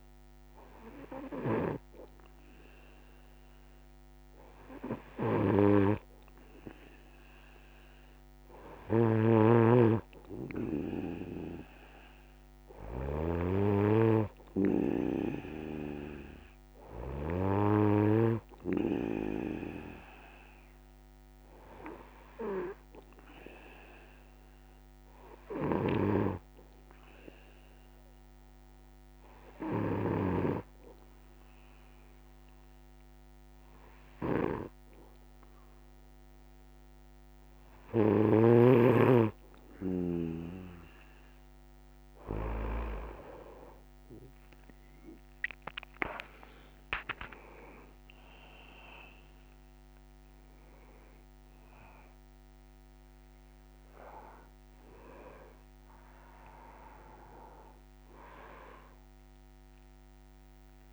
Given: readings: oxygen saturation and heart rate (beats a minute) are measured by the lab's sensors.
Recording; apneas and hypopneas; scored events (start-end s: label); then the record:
breathing in sleep by a microphone on the trachea; 1
0.00-1.50 s: snoring (device-marked)
0.00-2.50 s: oxygen desaturation (device-marked, oxygen 94% lowest, heart rate 63 extreme)
8.50-17.00 s: snoring (device-marked)
19.00-42.50 s: snoring (device-marked)
25.50-38.50 s: hypopnea (oxygen 95% before, 93% lowest, heart rate 65 before, 61 extreme, up 8 after)
From the record:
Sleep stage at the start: N2 (light sleep); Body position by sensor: on the back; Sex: male